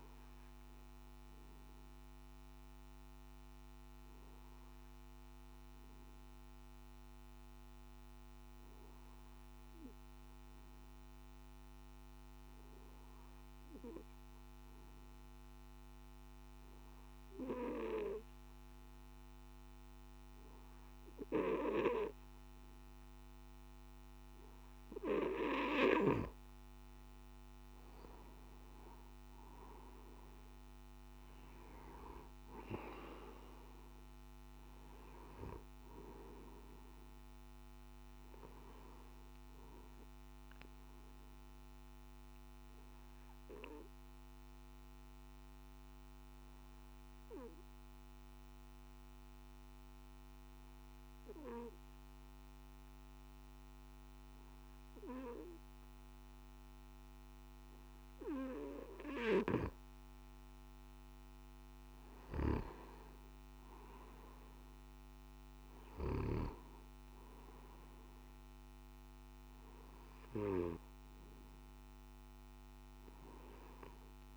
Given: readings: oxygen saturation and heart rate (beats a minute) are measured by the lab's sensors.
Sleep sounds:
breathing in sleep by a microphone on the trachea; 2
4.00-25.50 s: obstructive apnea (oxygen 98% before, 93% lowest, heart rate 56 before, 53 extreme, up 5 after)
31.50-53.50 s: oxygen desaturation (device-marked, oxygen 97% before, 93% lowest, heart rate 56 before, 52 extreme)
43.00-60.00 s: obstructive apnea (oxygen 98% before, 93% lowest, heart rate 56 before, 52 extreme, up 7 after)
66.50-74.37 s: oxygen desaturation (device-marked, oxygen 98% before, 94% lowest, heart rate 56 before, 52 extreme)
From the record:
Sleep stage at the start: N2 (light sleep); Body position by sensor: on the back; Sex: male

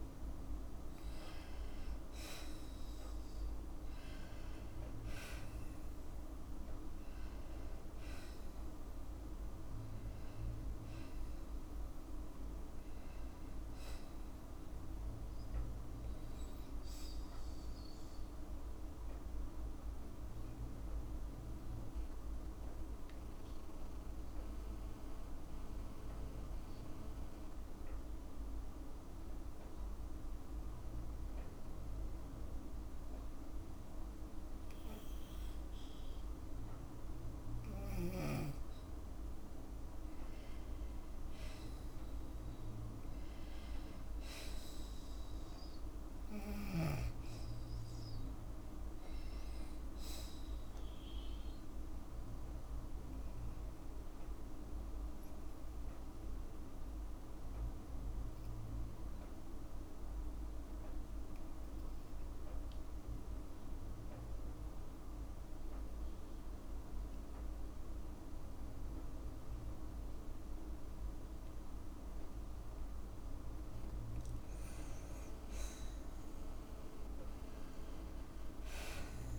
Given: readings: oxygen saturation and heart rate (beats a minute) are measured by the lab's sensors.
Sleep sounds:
breathing in sleep, hard to hear, by a room microphone; 2
1.50-6.50 s: arousal
18.50-33.00 s: obstructive apnea (oxygen 96% before, 90% lowest, heart rate 56 before, 53 extreme, up 2 after)
25.50-36.50 s: oxygen desaturation (device-marked, oxygen 94% before, 90% lowest, heart rate 55 before, 53 extreme)
38.00-42.00 s: arousal
55.00-73.50 s: obstructive apnea (oxygen 97% before, 91% lowest, heart rate 55 before, 53 extreme, up 4 after)
57.50-75.50 s: oxygen desaturation (device-marked, oxygen 96% before, 92% lowest, heart rate 55 before, 53 extreme)
77.00-79.39 s: arousal
From the record:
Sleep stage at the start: N2 (light sleep); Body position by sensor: on the back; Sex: female

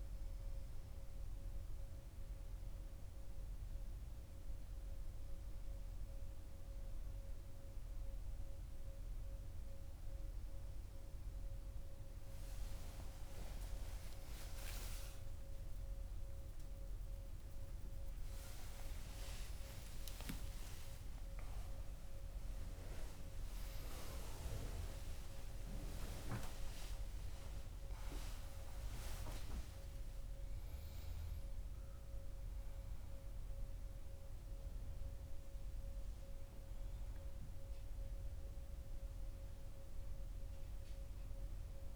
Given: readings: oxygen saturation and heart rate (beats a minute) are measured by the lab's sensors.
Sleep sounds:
a person awake in a sleep study, by a room microphone; none
11.50-41.50 s: new sleep stage, awake
41.50-41.96 s: new sleep stage, N2 (light sleep)
From the record:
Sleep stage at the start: N2 (light sleep); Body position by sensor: on the right side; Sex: male

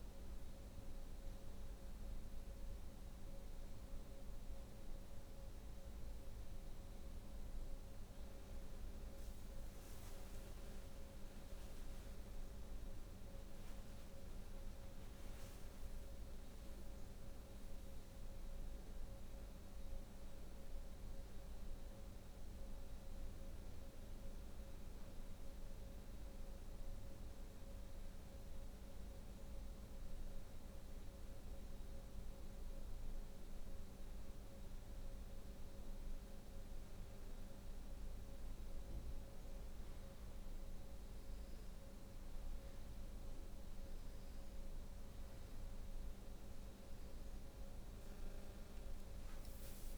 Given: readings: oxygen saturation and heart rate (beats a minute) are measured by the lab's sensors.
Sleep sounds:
breathing in sleep, hard to hear, by a room microphone; none
46.00-49.98 s: arousal
From the record:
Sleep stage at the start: N2 (light sleep); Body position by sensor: on the back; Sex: female

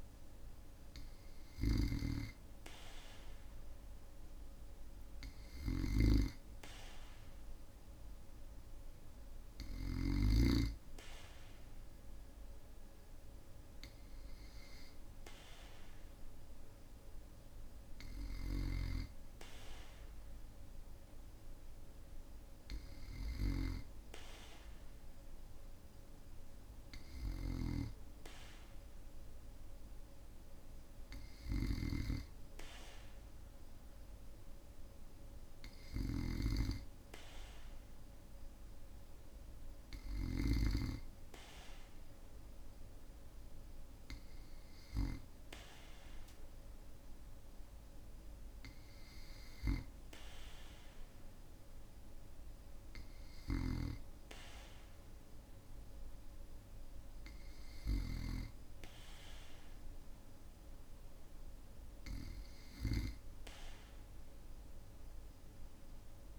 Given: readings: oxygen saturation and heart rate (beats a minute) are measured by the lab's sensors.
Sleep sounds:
breathing in sleep by a room microphone; none
53.00-58.00 s: snoring (device-marked)
From the record:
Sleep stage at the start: N2 (light sleep); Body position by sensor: on the back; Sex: male

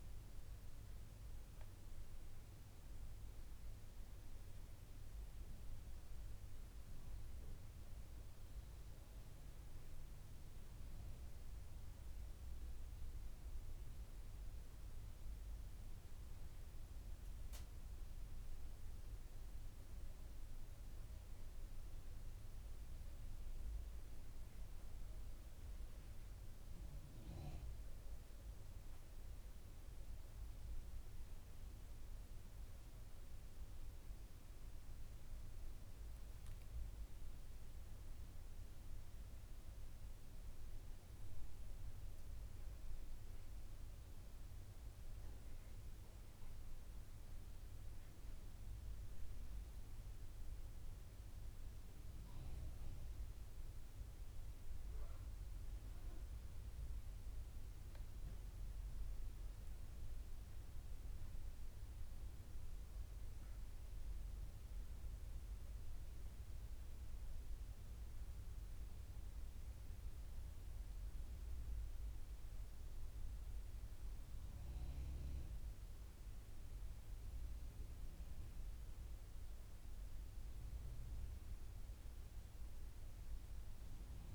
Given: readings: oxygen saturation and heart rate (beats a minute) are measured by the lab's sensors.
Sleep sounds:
a person awake in a sleep study, hard to hear, by a room microphone; none
none scored
From the record:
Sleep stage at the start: awake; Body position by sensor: on the back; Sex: male

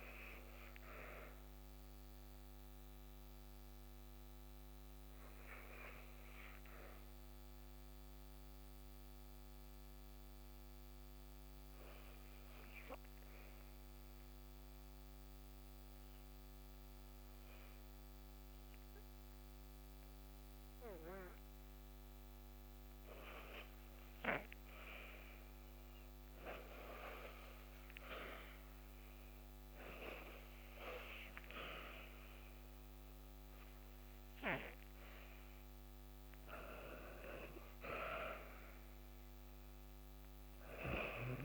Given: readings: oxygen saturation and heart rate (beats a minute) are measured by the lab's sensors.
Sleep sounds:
breathing in sleep by a microphone on the trachea; 1
5.50-22.50 s: obstructive apnea (oxygen 97% before, 92% lowest, heart rate 55 before, 54 extreme, up 3 after)
24.00-27.50 s: arousal
39.00-41.44 s: oxygen desaturation (device-marked, oxygen 96% before, 92% lowest, heart rate 56 before, 53 extreme)
From the record:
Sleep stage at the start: N2 (light sleep); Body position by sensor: on the back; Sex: female

